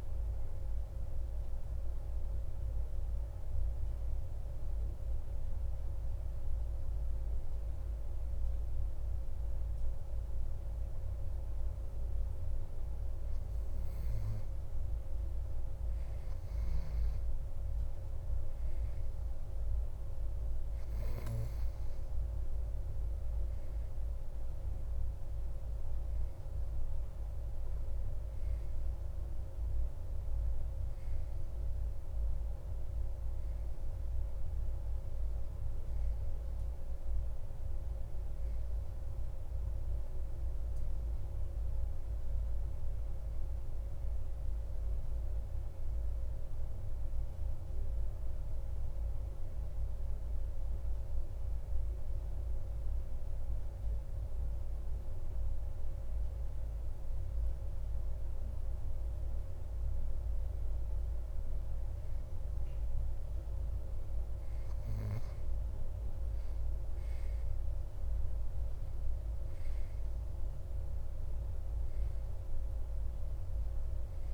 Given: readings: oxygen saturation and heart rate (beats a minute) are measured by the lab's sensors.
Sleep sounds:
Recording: breathing in sleep, hard to hear, by a room microphone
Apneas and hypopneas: 2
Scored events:
1.00-12.00 s: hypopnea (oxygen 95% before, 93% lowest)
13.00-16.00 s: arousal
43.00-46.00 s: arousal
51.50-61.50 s: hypopnea (oxygen 95% before, 92% lowest)
64.00-67.00 s: arousal
From the record:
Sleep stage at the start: N2 (light sleep)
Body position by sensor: on the back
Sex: male

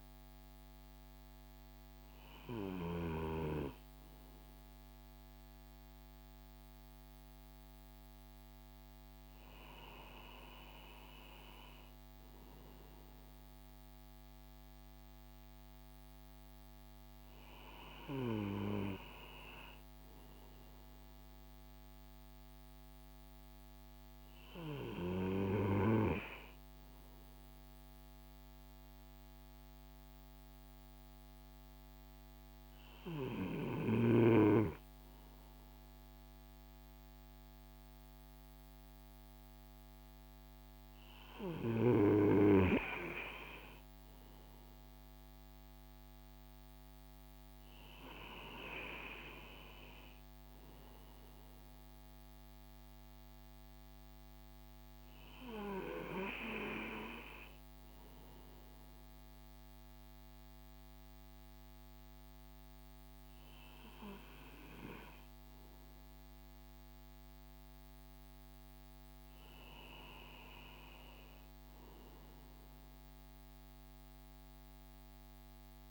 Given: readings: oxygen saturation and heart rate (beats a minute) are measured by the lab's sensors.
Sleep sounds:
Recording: breathing in sleep by a microphone on the trachea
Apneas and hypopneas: none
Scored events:
none scored
From the record:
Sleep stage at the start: N2 (light sleep)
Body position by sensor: on the right side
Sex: male

